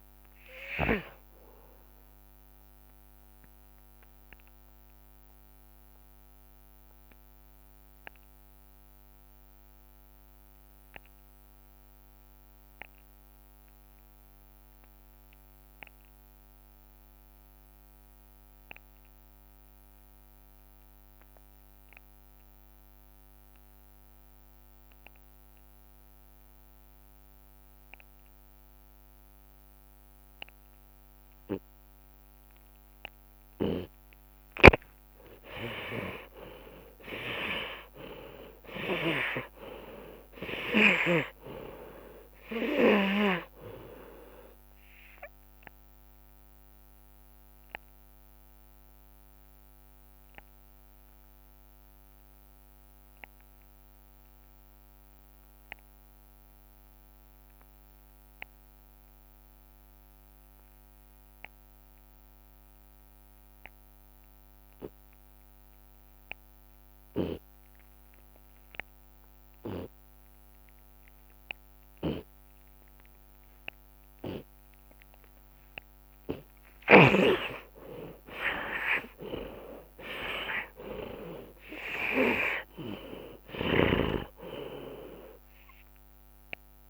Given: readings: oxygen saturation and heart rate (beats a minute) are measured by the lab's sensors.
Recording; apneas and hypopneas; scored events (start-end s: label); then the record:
breathing in sleep by a microphone on the trachea; 2
0.00-5.50 s: drop in pulse transit time (device-marked, heart rate 64 extreme)
0.00-30.50 s: oxygen desaturation (device-marked, oxygen 68% lowest)
3.00-34.00 s: obstructive apnea (oxygen 97% before, 68% lowest)
3.50-5.50 s: long interval between heartbeats (device-marked, heart rate 56 before, 64 extreme)
9.50-11.50 s: long interval between heartbeats (device-marked, heart rate 65 before, 48 extreme)
17.50-19.50 s: long interval between heartbeats (device-marked, heart rate 56 before, 30 extreme)
33.50-47.50 s: drop in pulse transit time (device-marked)
34.50-43.50 s: snoring (device-marked)
35.00-40.00 s: arousal
36.00-38.00 s: long interval between heartbeats (device-marked)
39.50-71.50 s: oxygen desaturation (device-marked, oxygen 96% before, 69% lowest)
40.50-42.50 s: tachycardia (device-marked)
41.00-43.00 s: long interval between heartbeats (device-marked, heart rate 32 before, 90 extreme)
43.00-45.00 s: long interval between heartbeats (device-marked, heart rate 39 before, 100 extreme)
45.00-74.50 s: obstructive apnea (oxygen 96% before, 69% lowest)
49.50-51.50 s: long interval between heartbeats (device-marked, heart rate 63 before, 38 extreme)
69.00-71.00 s: long interval between heartbeats (device-marked)
76.00-81.50 s: arousal
79.00-81.00 s: long interval between heartbeats (device-marked)
82.50-86.90 s: drop in pulse transit time (device-marked, heart rate 38 before, 79 extreme)
82.50-86.90 s: oxygen desaturation (device-marked, oxygen 95% before, 70% lowest)
84.50-86.50 s: long interval between heartbeats (device-marked, heart rate 45 before, 79 extreme)
From the record:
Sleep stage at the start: REM sleep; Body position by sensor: on the left side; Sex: male